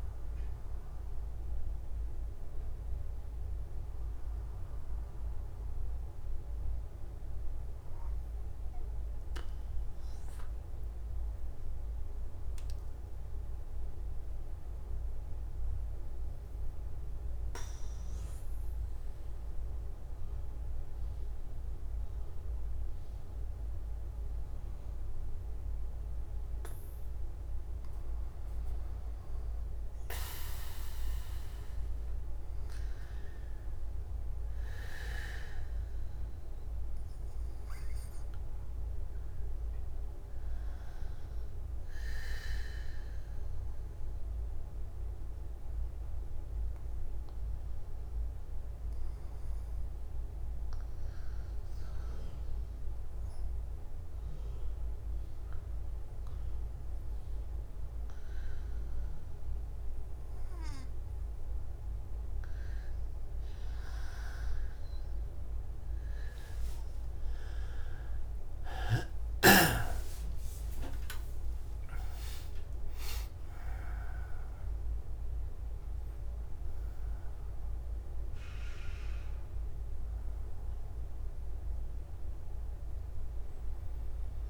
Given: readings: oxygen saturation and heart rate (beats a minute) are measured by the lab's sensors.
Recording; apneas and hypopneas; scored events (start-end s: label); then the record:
breathing in sleep by a room microphone; 2
0.00-18.50 s: oxygen desaturation (device-marked, oxygen 93% lowest, heart rate 30 extreme)
16.50-27.50 s: obstructive apnea (oxygen 99% before, 92% lowest, heart rate 132 before, 170 extreme, up 48 after)
38.50-55.50 s: oxygen desaturation (device-marked, oxygen 98% before, 94% lowest, heart rate 184 before, 164 extreme)
42.00-63.00 s: obstructive apnea (oxygen 99% before, 91% lowest, heart rate 188 before, 163 extreme, up 8 after)
70.50-84.50 s: oxygen desaturation (device-marked, oxygen 98% before, 91% lowest)
From the record:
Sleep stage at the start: N2 (light sleep); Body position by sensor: on the back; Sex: male